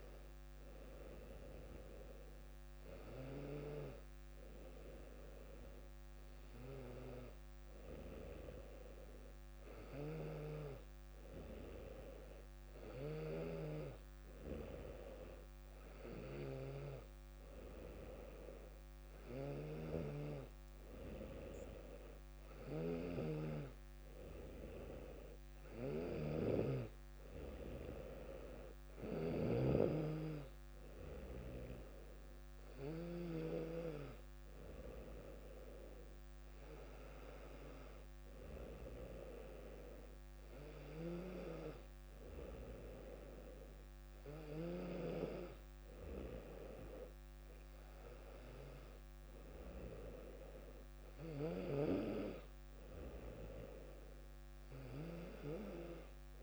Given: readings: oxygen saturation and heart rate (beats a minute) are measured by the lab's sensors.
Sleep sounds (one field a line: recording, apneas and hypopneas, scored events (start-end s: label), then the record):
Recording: breathing in sleep by a microphone on the trachea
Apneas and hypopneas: none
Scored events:
none scored
From the record:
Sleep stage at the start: N2 (light sleep)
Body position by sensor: on the back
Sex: female